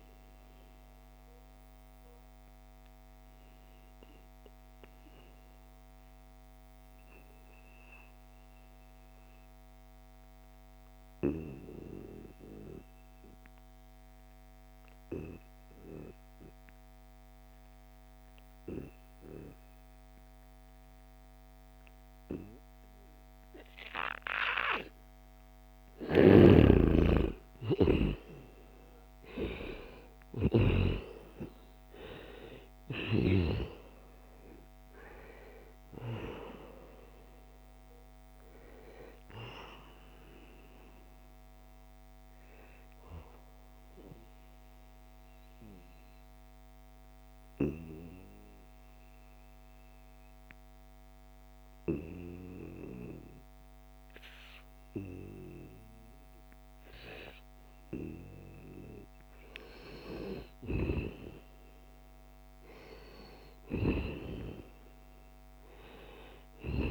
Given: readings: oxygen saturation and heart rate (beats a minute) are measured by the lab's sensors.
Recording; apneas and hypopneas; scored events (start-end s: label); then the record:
breathing in sleep by a microphone on the trachea; 2
0.00-13.00 s: oxygen desaturation (device-marked, oxygen 89% lowest, heart rate 68 extreme)
2.00-24.50 s: obstructive apnea (oxygen 94% before, 87% lowest, heart rate 78 before, 68 extreme, up 4 after)
25.00-49.00 s: oxygen desaturation (device-marked, oxygen 96% before, 87% lowest, heart rate 73 before, 71 extreme)
25.50-30.50 s: snoring (device-marked)
26.50-31.50 s: arousal
38.50-40.50 s: long interval between heartbeats (device-marked, heart rate 72 before, 90 extreme)
43.00-57.50 s: obstructive apnea (oxygen 96% before, 87% lowest, heart rate 77 before, 72 extreme, up 3 after)
59.00-63.00 s: arousal
From the record:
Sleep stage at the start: N2 (light sleep); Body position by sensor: on the back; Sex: male